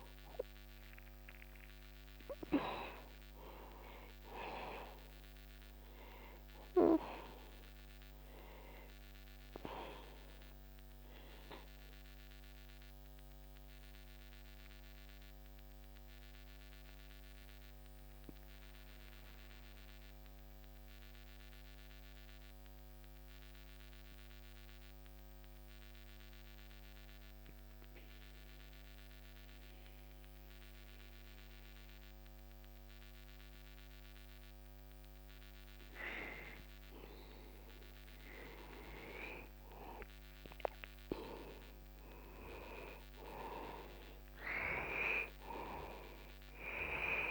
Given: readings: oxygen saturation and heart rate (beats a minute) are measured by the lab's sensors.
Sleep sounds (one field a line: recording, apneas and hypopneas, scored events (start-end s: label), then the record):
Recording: breathing in sleep by a microphone on the trachea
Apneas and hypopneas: 1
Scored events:
0.00-22.50 s: oxygen desaturation (device-marked, oxygen 91% lowest, heart rate 60 extreme)
13.50-37.50 s: obstructive apnea (oxygen 96% before, 86% lowest, heart rate 61 before, 60 extreme, up 1 after)
39.50-43.50 s: arousal
From the record:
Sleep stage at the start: N2 (light sleep)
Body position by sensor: on the back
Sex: male